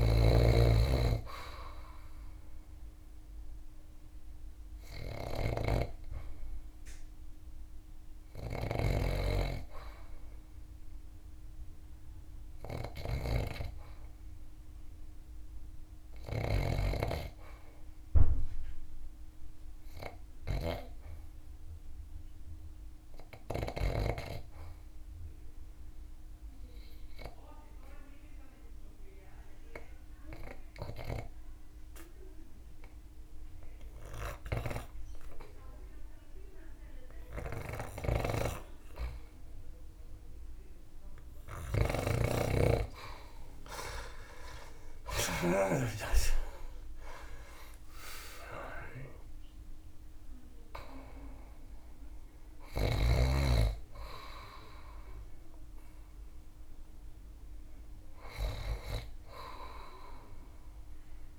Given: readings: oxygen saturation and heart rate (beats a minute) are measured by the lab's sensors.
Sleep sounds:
breathing in sleep by a room microphone; 1
0.00-16.00 s: snoring (device-marked)
0.00-29.50 s: oxygen desaturation (device-marked, oxygen 92% lowest)
17.50-61.39 s: new sleep stage, REM sleep
20.00-40.50 s: hypopnea (oxygen 99% before, 86% lowest)
37.00-45.00 s: snoring (device-marked)
42.50-46.00 s: arousal
44.50-61.39 s: oxygen desaturation (device-marked, oxygen 96% before, 86% lowest)
From the record:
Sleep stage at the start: N2 (light sleep); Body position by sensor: on the back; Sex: male

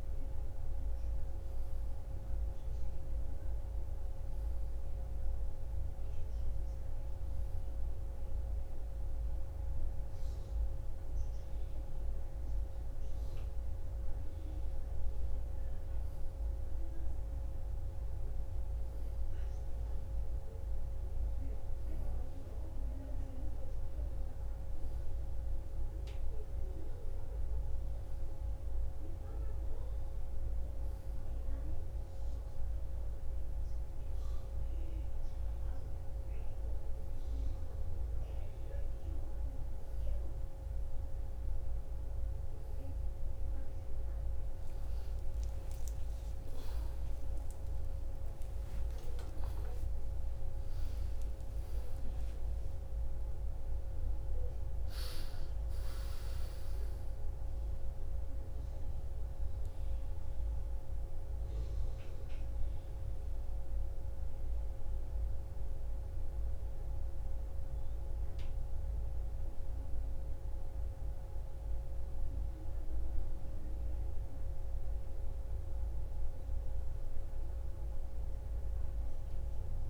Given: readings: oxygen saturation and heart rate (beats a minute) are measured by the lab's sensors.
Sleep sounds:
breathing in sleep, hard to hear, by a room microphone; none
45.00-51.50 s: arousal
From the record:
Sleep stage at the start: N1 (lightest sleep); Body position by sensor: on the right side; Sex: female

